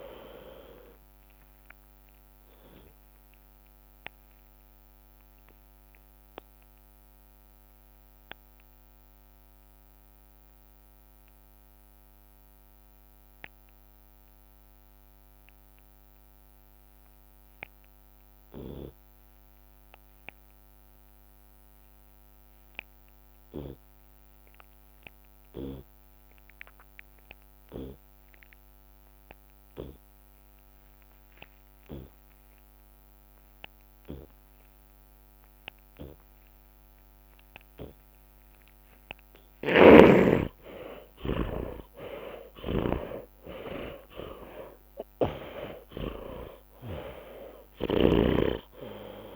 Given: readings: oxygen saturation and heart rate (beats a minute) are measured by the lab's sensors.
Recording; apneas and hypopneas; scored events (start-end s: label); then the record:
breathing in sleep by a microphone on the trachea; 1
4.50-6.50 s: long interval between heartbeats (device-marked)
5.00-10.00 s: drop in pulse transit time (device-marked, heart rate 86 before, 27 extreme)
5.00-38.50 s: obstructive apnea (oxygen 96% before, 68% lowest, heart rate 86 before, 54 extreme, up 58 after)
17.00-33.00 s: oxygen desaturation (device-marked, oxygen 97% before, 68% lowest, heart rate 53 before, 54 extreme)
25.00-35.00 s: drop in pulse transit time (device-marked, heart rate 53 before, 54 extreme)
30.00-32.00 s: long interval between heartbeats (device-marked, heart rate 57 before, 61 extreme)
34.00-36.00 s: long interval between heartbeats (device-marked, heart rate 58 before, 73 extreme)
36.00-42.00 s: tachycardia (device-marked, heart rate 77 before, 119 extreme)
39.50-41.50 s: long interval between heartbeats (device-marked, heart rate 64 before, 110 extreme)
40.00-44.50 s: arousal
43.00-49.36 s: drop in pulse transit time (device-marked, heart rate 75 before, 75 extreme)
From the record:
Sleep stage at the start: N2 (light sleep); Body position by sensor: on the left side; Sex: male